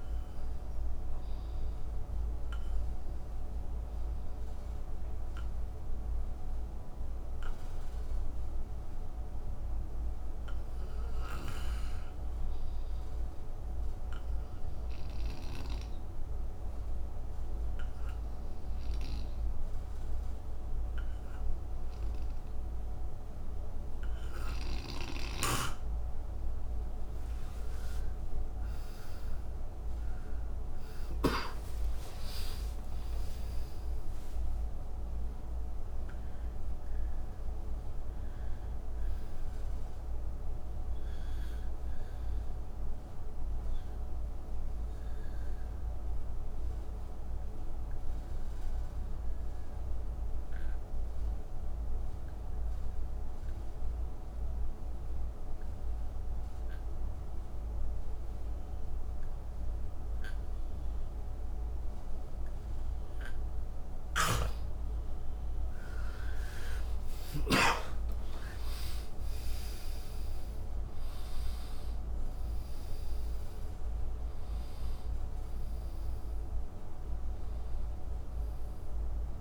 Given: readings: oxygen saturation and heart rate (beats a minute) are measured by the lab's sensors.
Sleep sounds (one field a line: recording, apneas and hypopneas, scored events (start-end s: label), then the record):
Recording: breathing in sleep, hard to hear, by a room microphone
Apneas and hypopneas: 2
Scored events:
0.00-11.00 s: oxygen desaturation (device-marked, oxygen 89% lowest, heart rate 60 extreme)
0.50-25.50 s: obstructive apnea (oxygen 99% before, 85% lowest, heart rate 64 before, 58 extreme, up 22 after)
23.00-53.00 s: oxygen desaturation (device-marked, oxygen 96% before, 88% lowest, heart rate 63 before, 58 extreme)
28.00-34.00 s: arousal
42.00-64.00 s: obstructive apnea (oxygen 96% before, 85% lowest, heart rate 73 before, 58 extreme, up 15 after)
64.00-67.50 s: snoring (device-marked)
65.00-79.41 s: oxygen desaturation (device-marked, oxygen 97% before, 85% lowest, heart rate 61 before, 58 extreme)
65.50-71.00 s: arousal
From the record:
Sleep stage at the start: N2 (light sleep)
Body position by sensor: on the right side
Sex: male